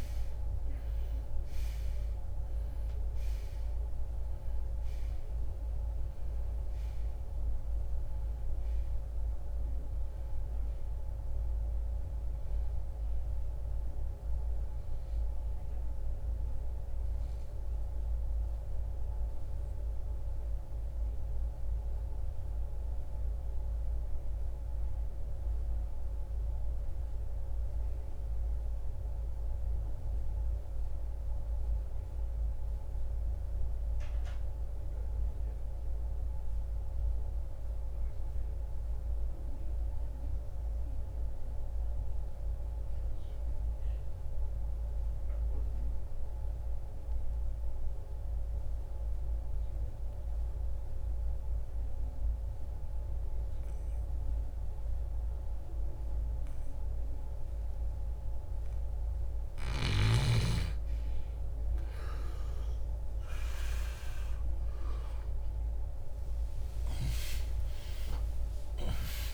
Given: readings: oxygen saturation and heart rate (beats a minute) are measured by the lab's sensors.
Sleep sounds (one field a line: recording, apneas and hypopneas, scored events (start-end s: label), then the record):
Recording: breathing in sleep by a room microphone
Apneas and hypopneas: 1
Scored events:
18.00-58.00 s: obstructive apnea (oxygen 97% before, 80% lowest, heart rate 72 before, 43 extreme, up 10 after)
19.00-42.00 s: oxygen desaturation (device-marked, oxygen 95% before, 80% lowest, heart rate 72 before, 43 extreme)
63.00-69.34 s: arousal
From the record:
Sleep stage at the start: N2 (light sleep)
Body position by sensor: on the right side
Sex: male